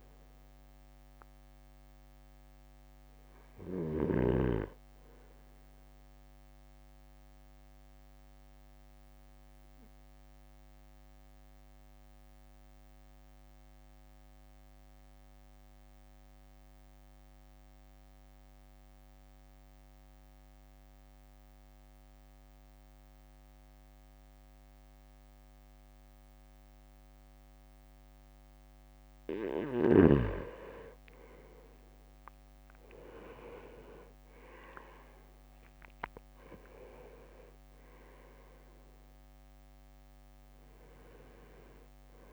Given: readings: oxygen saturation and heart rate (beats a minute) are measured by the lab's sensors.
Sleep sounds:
breathing in sleep by a microphone on the trachea; 1
0.00-2.00 s: drop in pulse transit time (device-marked, heart rate 54 extreme)
8.00-29.50 s: mixed apnea (oxygen 99% before, 95% lowest, heart rate 56 before, 52 extreme, up 8 after)
32.00-34.00 s: leg movement (device-marked)
33.00-37.00 s: arousal
34.00-42.33 s: drop in pulse transit time (device-marked, heart rate 55 before, 55 extreme)
35.00-36.00 s: leg movement (device-marked)
From the record:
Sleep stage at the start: N2 (light sleep); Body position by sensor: on the right side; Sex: male

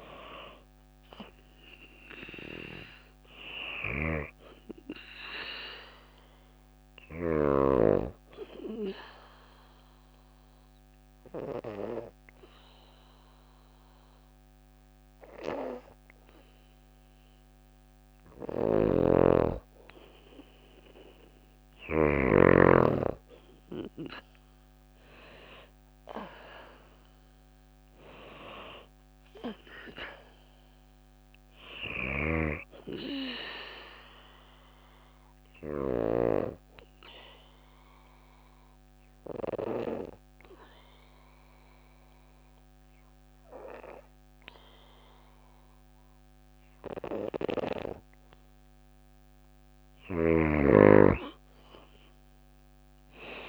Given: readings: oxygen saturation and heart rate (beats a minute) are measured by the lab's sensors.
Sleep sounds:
breathing in sleep by a microphone on the trachea; 2
0.00-1.00 s: arousal
0.00-20.50 s: oxygen desaturation (device-marked, oxygen 93% lowest, heart rate 54 extreme)
7.50-18.00 s: obstructive apnea (oxygen 97% before, 93% lowest, heart rate 57 before, 54 extreme, up 4 after)
17.50-21.50 s: snoring (device-marked)
23.00-27.00 s: arousal
29.50-49.50 s: oxygen desaturation (device-marked, oxygen 97% before, 93% lowest, heart rate 56 before, 54 extreme)
35.50-48.00 s: obstructive apnea (oxygen 97% before, 93% lowest, heart rate 57 before, 54 extreme, up 4 after)
51.50-53.49 s: arousal
From the record:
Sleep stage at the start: N2 (light sleep); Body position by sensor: on the back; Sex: female

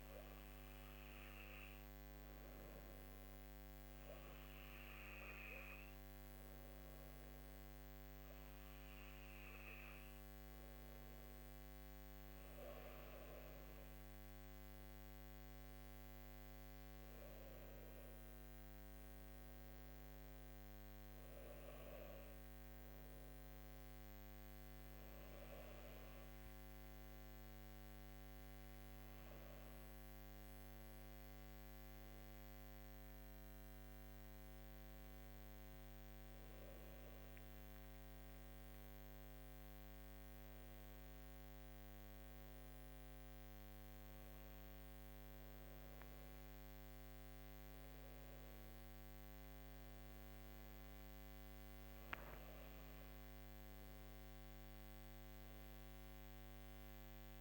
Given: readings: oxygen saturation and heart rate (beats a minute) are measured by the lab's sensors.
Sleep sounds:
breathing in sleep, hard to hear, by a microphone on the trachea; none
none scored
From the record:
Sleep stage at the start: N2 (light sleep); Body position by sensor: on the left side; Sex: female

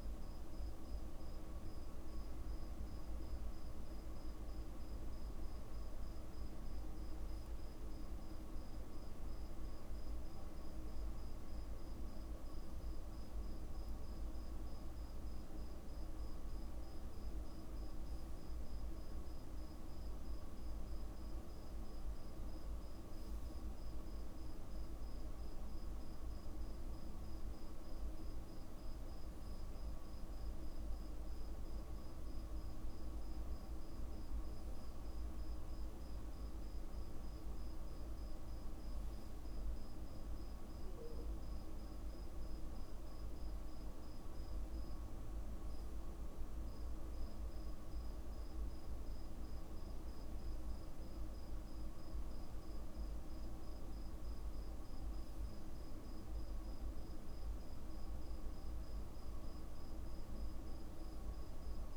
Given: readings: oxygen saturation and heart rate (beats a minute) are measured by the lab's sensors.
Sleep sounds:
breathing in sleep, hard to hear, by a room microphone; none
11.50-13.50 s: long interval between heartbeats (device-marked, heart rate 57 before, 55 extreme)
32.50-34.50 s: long interval between heartbeats (device-marked, heart rate 53 before, 57 extreme)
From the record:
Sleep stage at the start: N2 (light sleep); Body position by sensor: on the back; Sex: male

